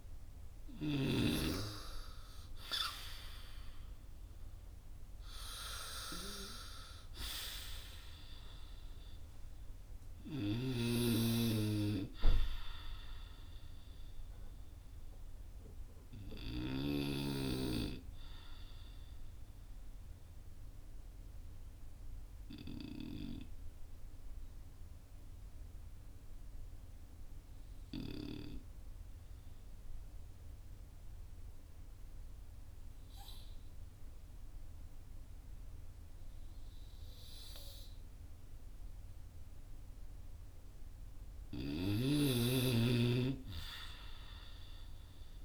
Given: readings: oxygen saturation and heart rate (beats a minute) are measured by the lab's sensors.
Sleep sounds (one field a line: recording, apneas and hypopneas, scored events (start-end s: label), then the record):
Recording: breathing in sleep by a room microphone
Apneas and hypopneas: 1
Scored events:
0.00-1.00 s: arousal
18.00-40.00 s: obstructive apnea (oxygen 96% before, 92% lowest, heart rate 55 before, 37 extreme, up 18 after)
42.50-45.45 s: arousal
From the record:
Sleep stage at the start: N2 (light sleep)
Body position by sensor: on the right side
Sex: male